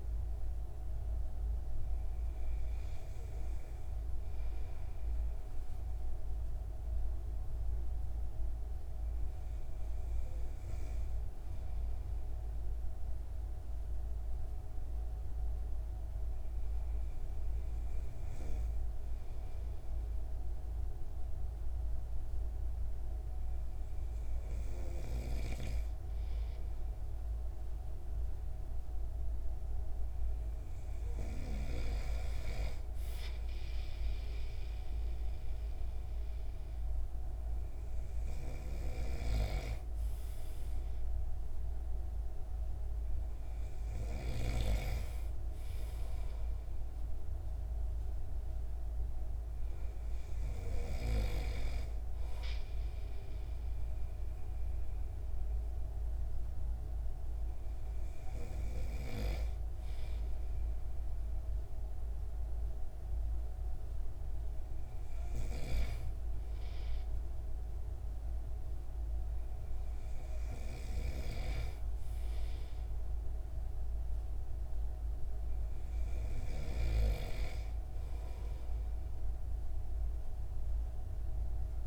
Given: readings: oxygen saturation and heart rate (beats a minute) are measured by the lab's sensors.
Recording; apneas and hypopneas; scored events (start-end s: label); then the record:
breathing in sleep by a room microphone; 1
4.50-26.00 s: hypopnea (oxygen 95% before, 94% lowest)
29.00-33.00 s: arousal
39.00-44.50 s: snoring (device-marked)
From the record:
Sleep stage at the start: N2 (light sleep); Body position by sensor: on the right side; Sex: male